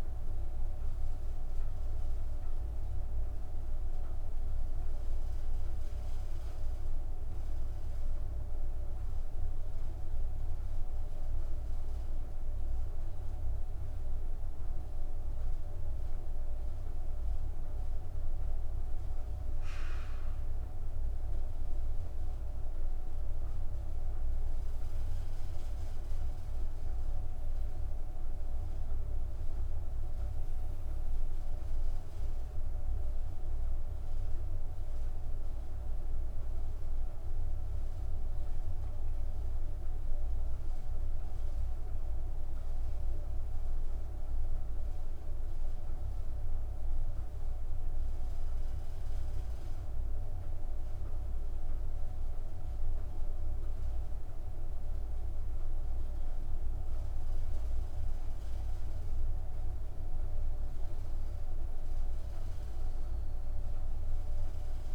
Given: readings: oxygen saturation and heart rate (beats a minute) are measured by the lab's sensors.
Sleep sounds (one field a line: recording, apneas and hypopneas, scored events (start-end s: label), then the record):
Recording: breathing in sleep, hard to hear, by a room microphone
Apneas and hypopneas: none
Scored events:
none scored
From the record:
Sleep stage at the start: N2 (light sleep)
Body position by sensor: on the back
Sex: female